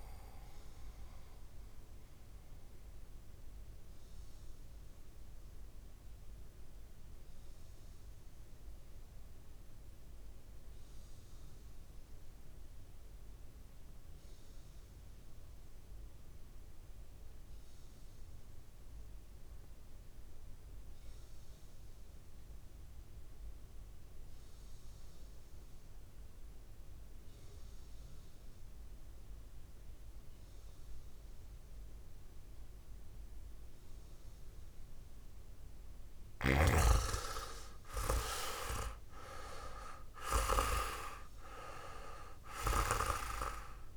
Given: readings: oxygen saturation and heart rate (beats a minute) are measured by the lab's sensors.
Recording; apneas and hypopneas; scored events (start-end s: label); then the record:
breathing in sleep by a room microphone; 1
0.00-18.00 s: oxygen desaturation (device-marked, oxygen 85% lowest, heart rate 48 extreme)
0.50-35.50 s: mixed apnea (oxygen 98% before, 84% lowest, heart rate 66 before, 49 extreme, up 9 after)
32.00-43.96 s: oxygen desaturation (device-marked, oxygen 100% before, 84% lowest, heart rate 58 before, 54 extreme)
36.50-41.00 s: arousal
From the record:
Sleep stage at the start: REM sleep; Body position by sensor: on the back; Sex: male